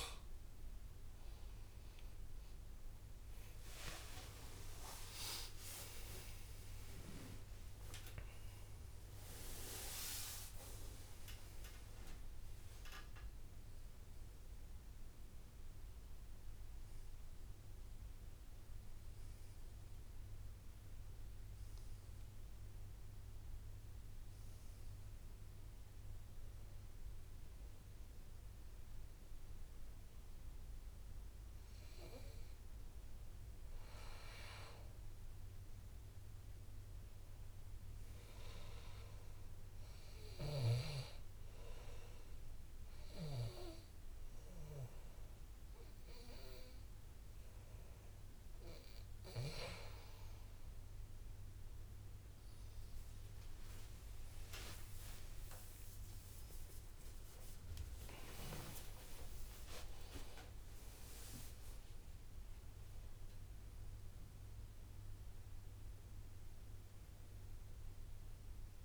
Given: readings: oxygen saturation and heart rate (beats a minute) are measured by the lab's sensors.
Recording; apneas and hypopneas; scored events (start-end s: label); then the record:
breathing in sleep by a room microphone; 2
1.00-7.00 s: arousal
4.50-6.50 s: long interval between heartbeats (device-marked, heart rate 65 before, 78 extreme)
5.00-30.00 s: oxygen desaturation (device-marked, oxygen 99% before, 91% lowest, heart rate 65 before, 57 extreme)
24.00-35.00 s: hypopnea (oxygen 99% before, 92% lowest, heart rate 76 before, 57 extreme, up 2 after)
30.00-68.85 s: new sleep stage, N2 (light sleep)
36.00-38.00 s: arousal
40.50-51.00 s: obstructive apnea (oxygen 99% before, 96% lowest, heart rate 63 before, 59 extreme, up 11 after)
54.50-60.00 s: arousal
From the record:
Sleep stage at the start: N1 (lightest sleep); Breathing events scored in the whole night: 154 in 4.7 hours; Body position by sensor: on the back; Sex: male